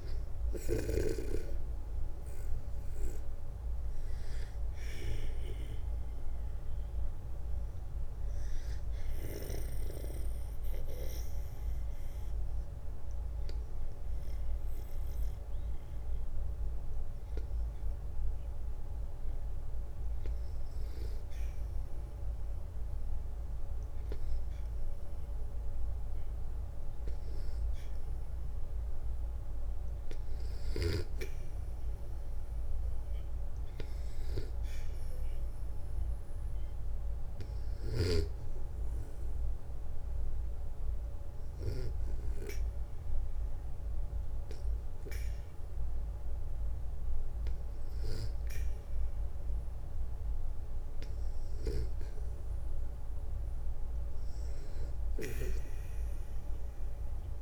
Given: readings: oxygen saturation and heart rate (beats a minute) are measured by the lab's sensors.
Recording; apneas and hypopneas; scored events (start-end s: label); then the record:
breathing in sleep by a room microphone; 1
7.00-19.50 s: obstructive apnea (oxygen 93% before, 90% lowest, heart rate 66 before, 57 extreme, up 2 after)
14.00-25.00 s: oxygen desaturation (device-marked, oxygen 93% before, 90% lowest, heart rate 65 before, 58 extreme)
25.00-30.00 s: arousal
34.00-46.00 s: oxygen desaturation (device-marked, oxygen 98% before, 94% lowest, heart rate 59 before, 59 extreme)
From the record:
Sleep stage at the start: N2 (light sleep); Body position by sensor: on the back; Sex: male